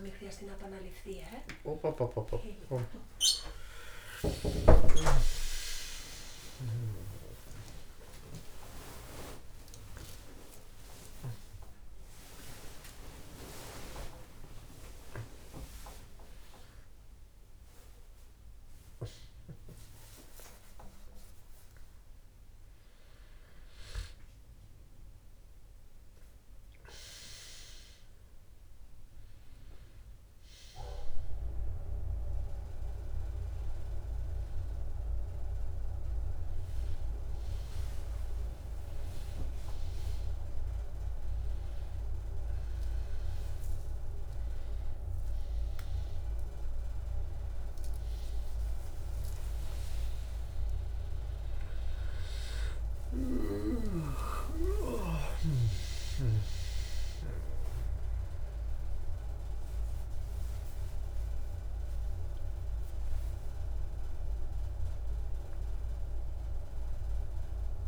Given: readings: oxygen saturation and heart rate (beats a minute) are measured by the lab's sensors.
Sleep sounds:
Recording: a person awake in a sleep study, by a room microphone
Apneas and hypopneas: none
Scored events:
0.00-6.00 s: snoring (device-marked)
1.00-67.88 s: new sleep stage, awake
From the record:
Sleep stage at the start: N2 (light sleep)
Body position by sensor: on the back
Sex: male

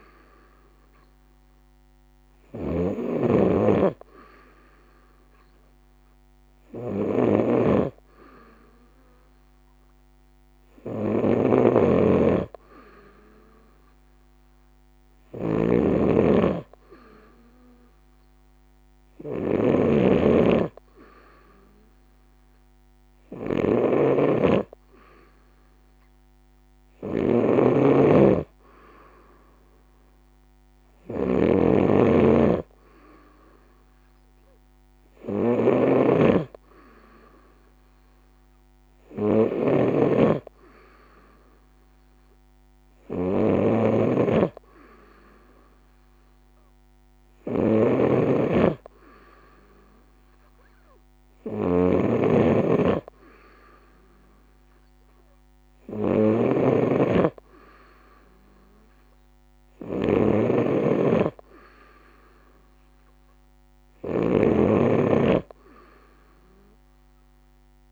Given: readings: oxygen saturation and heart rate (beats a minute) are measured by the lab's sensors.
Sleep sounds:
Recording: breathing in sleep by a microphone on the trachea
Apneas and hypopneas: none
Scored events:
0.00-67.92 s: snoring (device-marked)
From the record:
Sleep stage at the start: N2 (light sleep)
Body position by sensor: on the right side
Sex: female

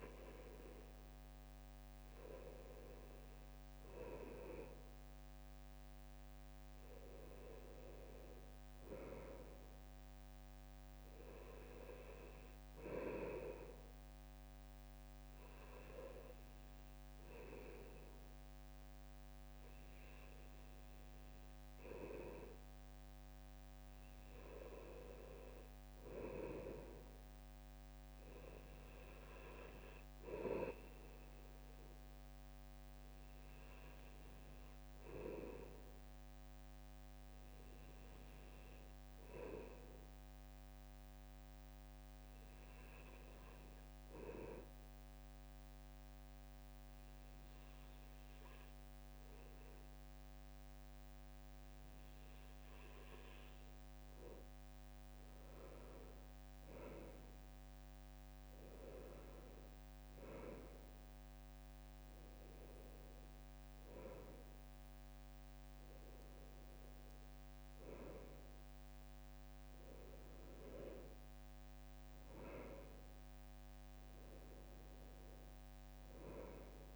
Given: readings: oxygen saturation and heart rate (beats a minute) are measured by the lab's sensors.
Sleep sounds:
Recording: breathing in sleep by a microphone on the trachea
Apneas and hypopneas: 1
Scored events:
0.00-4.00 s: bradycardia (device-marked, heart rate 59 extreme)
11.00-52.00 s: bradycardia (device-marked, heart rate 62 before, 57 extreme)
24.00-28.00 s: arousal
44.00-55.00 s: obstructive apnea (oxygen 98% before, 96% lowest, heart rate 58 before, 57 extreme, up 3 after)
54.00-76.96 s: new sleep stage, N1 (lightest sleep)
56.50-60.50 s: arousal
59.00-72.00 s: bradycardia (device-marked, heart rate 62 before, 57 extreme)
From the record:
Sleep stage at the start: N2 (light sleep)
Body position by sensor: on the right side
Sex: male

